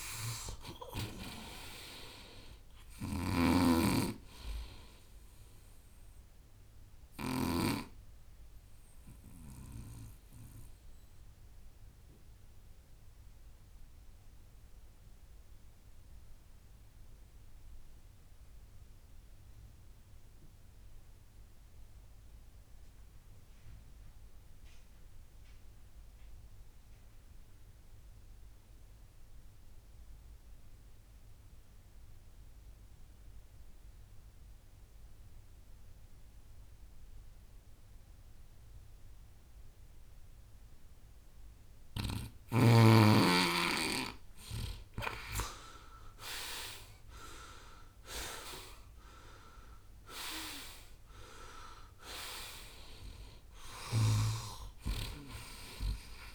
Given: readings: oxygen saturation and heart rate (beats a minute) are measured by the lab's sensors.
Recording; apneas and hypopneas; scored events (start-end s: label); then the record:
breathing in sleep by a room microphone; 1
0.00-29.50 s: oxygen desaturation (device-marked, oxygen 89% lowest, heart rate 58 extreme)
8.00-41.50 s: mixed apnea (oxygen 98% before, 87% lowest, heart rate 75 before, 58 extreme, up 22 after)
19.50-21.50 s: long interval between heartbeats (device-marked, heart rate 69 before, 67 extreme)
42.50-56.35 s: oxygen desaturation (device-marked, oxygen 97% before, 87% lowest, heart rate 64 before, 58 extreme)
43.50-45.50 s: long interval between heartbeats (device-marked, heart rate 64 before, 66 extreme)
44.50-48.00 s: arousal
From the record:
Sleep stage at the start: N2 (light sleep); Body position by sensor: on the right side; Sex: male